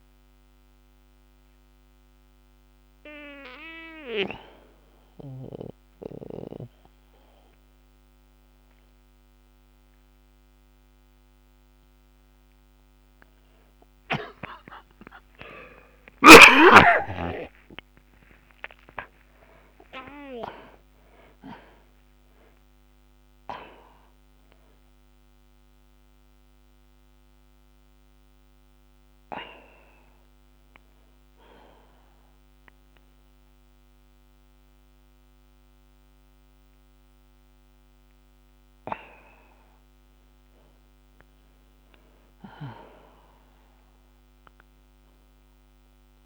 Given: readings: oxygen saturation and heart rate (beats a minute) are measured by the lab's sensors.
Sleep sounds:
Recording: breathing in sleep by a microphone on the trachea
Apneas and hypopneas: 1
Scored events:
0.50-17.50 s: oxygen desaturation (device-marked, oxygen 95% before, 84% lowest)
1.50-13.00 s: hypopnea (oxygen 95% before, 79% lowest)
16.00-20.00 s: arousal
19.50-40.50 s: oxygen desaturation (device-marked, oxygen 94% before, 79% lowest)
From the record:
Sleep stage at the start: N2 (light sleep)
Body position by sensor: on the back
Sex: male

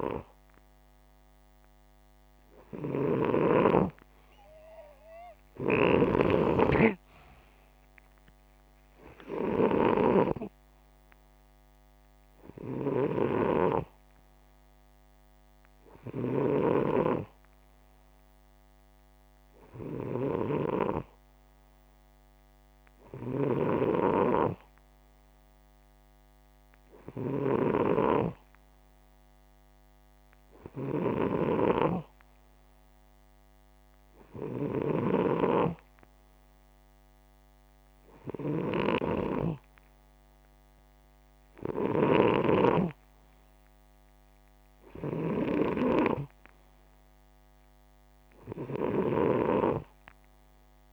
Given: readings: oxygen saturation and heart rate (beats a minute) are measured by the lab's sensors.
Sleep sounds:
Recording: breathing in sleep by a microphone on the trachea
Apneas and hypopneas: none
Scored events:
5.00-9.50 s: snoring (device-marked)
15.50-49.00 s: snoring (device-marked)
From the record:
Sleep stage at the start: N2 (light sleep)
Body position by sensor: upright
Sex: male

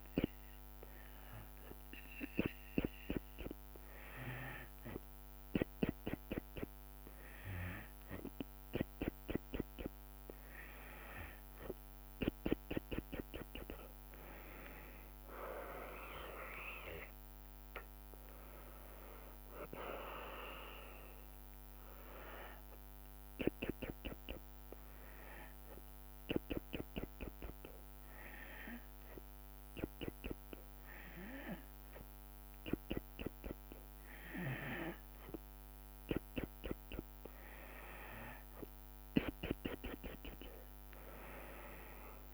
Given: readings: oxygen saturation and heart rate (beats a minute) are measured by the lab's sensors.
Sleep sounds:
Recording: breathing in sleep by a microphone on the trachea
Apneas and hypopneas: none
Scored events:
15.00-19.00 s: arousal
41.00-42.34 s: arousal
From the record:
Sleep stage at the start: N2 (light sleep)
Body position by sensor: on the back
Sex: female

